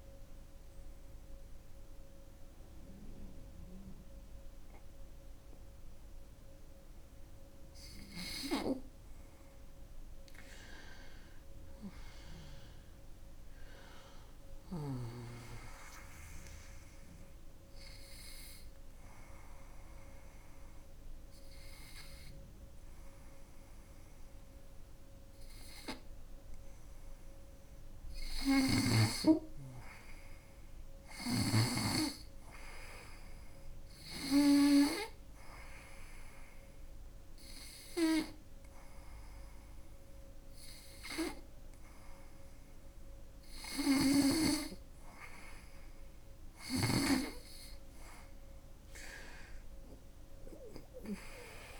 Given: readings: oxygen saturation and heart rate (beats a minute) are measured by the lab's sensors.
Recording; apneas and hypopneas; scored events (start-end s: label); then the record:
breathing in sleep by a room microphone; 1
10.00-13.00 s: arousal
17.00-28.00 s: hypopnea (oxygen 96% before, 95% lowest, heart rate 78 before, 70 extreme, up 7 after)
29.50-32.50 s: arousal
47.00-50.50 s: arousal
From the record:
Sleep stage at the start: N2 (light sleep); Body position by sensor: on the right side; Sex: female